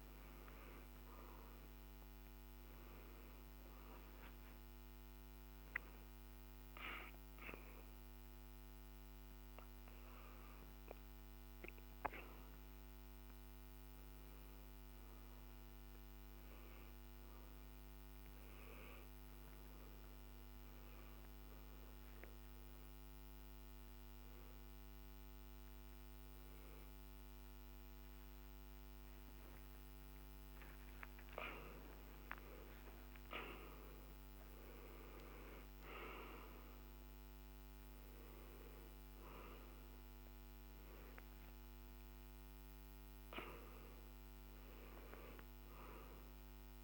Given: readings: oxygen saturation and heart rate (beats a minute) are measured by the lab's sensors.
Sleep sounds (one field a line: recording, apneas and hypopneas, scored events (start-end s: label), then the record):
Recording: a person awake in a sleep study, by a microphone on the trachea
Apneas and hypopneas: none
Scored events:
18.50-35.50 s: tachycardia (device-marked, heart rate 73 before, 162 extreme)
28.50-46.84 s: oxygen desaturation (device-marked, oxygen 97% before, 92% lowest, heart rate 97 before, 68 extreme)
38.50-43.50 s: tachycardia (device-marked, heart rate 75 before, 107 extreme)
From the record:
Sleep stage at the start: awake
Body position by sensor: on the back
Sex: male